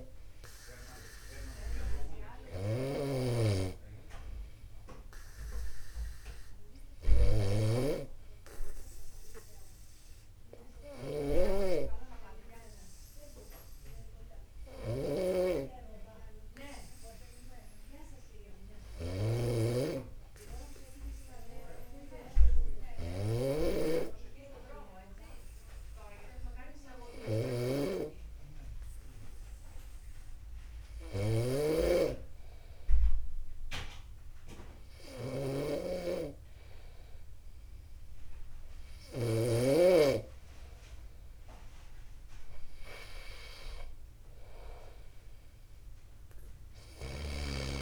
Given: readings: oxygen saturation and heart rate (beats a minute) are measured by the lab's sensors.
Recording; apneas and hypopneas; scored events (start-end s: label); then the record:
breathing in sleep by a room microphone; 1
0.00-40.00 s: snoring (device-marked)
3.50-39.00 s: obstructive apnea (oxygen 97% before, 94% lowest, heart rate 51 before, 50 extreme, up 0 after)
44.50-47.81 s: arousal
From the record:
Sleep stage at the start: N2 (light sleep); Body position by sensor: upright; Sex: male